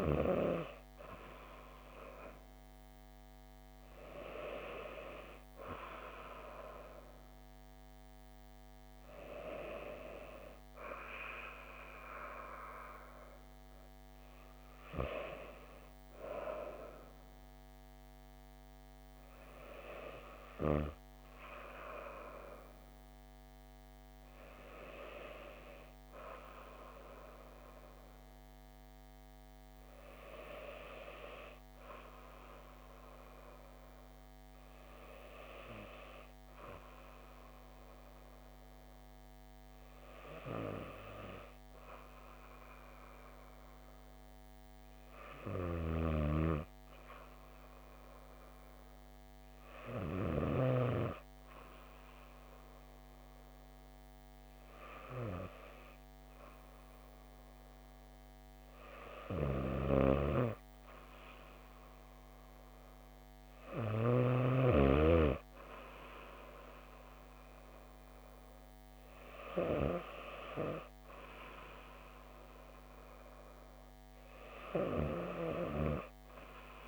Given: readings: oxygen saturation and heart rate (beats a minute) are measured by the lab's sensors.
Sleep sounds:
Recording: breathing in sleep by a microphone on the trachea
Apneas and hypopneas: none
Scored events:
none scored
From the record:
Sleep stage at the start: N2 (light sleep)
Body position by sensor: on the back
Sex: female

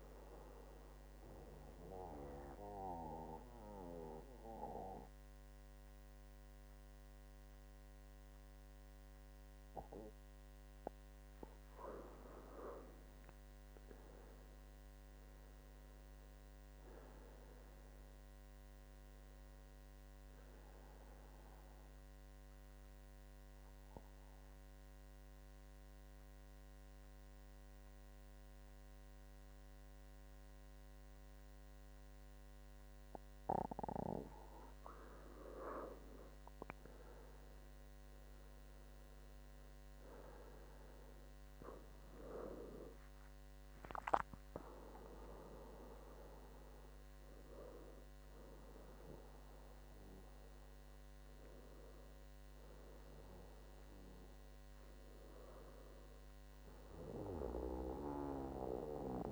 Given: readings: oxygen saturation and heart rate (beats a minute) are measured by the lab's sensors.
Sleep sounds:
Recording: breathing in sleep by a microphone on the trachea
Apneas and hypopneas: 2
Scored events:
0.50-11.50 s: central apnea (oxygen 97% before, 94% lowest, heart rate 76 before, 71 extreme, up 6 after)
12.50-14.50 s: arousal
16.00-35.00 s: obstructive apnea (oxygen 97% before, 94% lowest, heart rate 76 before, 71 extreme, up 7 after)
40.00-44.00 s: arousal
From the record:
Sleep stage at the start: N2 (light sleep)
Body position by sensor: on the back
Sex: male

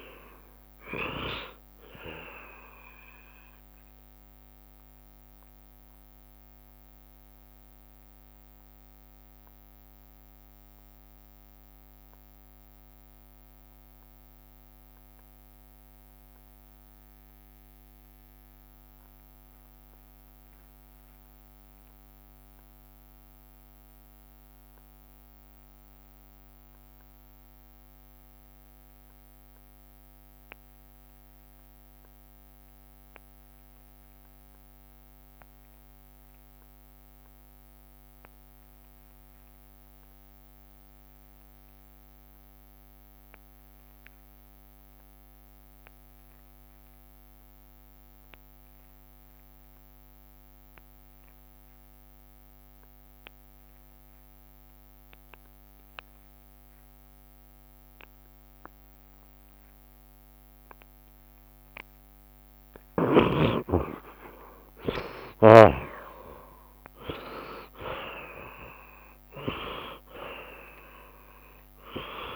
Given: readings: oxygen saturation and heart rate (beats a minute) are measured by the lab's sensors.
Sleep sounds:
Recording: breathing in sleep by a microphone on the trachea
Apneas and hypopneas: 1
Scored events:
0.00-27.00 s: oxygen desaturation (device-marked, oxygen 65% lowest, heart rate 67 extreme)
3.00-62.00 s: mixed apnea (oxygen 81% before, 61% lowest, heart rate 94 before, 67 extreme, up 27 after)
20.50-22.50 s: long interval between heartbeats (device-marked, heart rate 73 before, 78 extreme)
24.50-26.50 s: long interval between heartbeats (device-marked, heart rate 73 before, 88 extreme)
33.00-68.00 s: oxygen desaturation (device-marked, oxygen 89% before, 66% lowest, heart rate 76 before, 69 extreme)
43.50-45.50 s: long interval between heartbeats (device-marked, heart rate 76 before, 82 extreme)
54.50-56.50 s: long interval between heartbeats (device-marked, heart rate 76 before, 82 extreme)
60.00-66.00 s: tachycardia (device-marked, heart rate 73 before, 105 extreme)
61.50-63.50 s: long interval between heartbeats (device-marked, heart rate 80 before, 84 extreme)
63.50-65.50 s: long interval between heartbeats (device-marked, heart rate 81 before, 101 extreme)
64.00-70.50 s: arousal
68.00-70.00 s: long interval between heartbeats (device-marked, heart rate 87 before, 90 extreme)
69.00-71.00 s: tachycardia (device-marked, heart rate 74 before, 98 extreme)
70.00-72.00 s: long interval between heartbeats (device-marked, heart rate 88 before, 98 extreme)
From the record:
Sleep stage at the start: N2 (light sleep)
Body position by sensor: on the back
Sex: male

